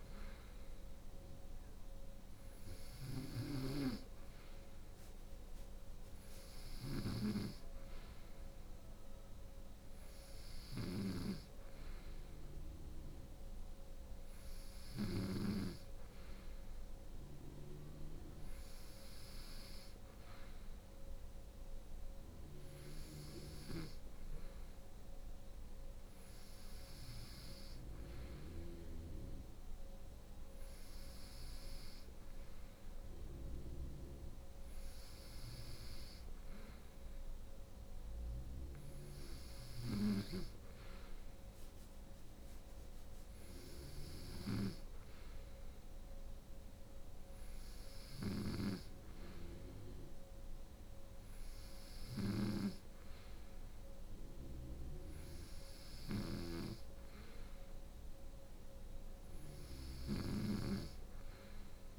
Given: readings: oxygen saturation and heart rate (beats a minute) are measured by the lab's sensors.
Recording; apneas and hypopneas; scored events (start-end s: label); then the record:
breathing in sleep by a room microphone; none
0.00-14.50 s: snoring (device-marked)
39.00-61.99 s: snoring (device-marked)
From the record:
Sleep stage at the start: N2 (light sleep); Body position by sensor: on the right side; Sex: female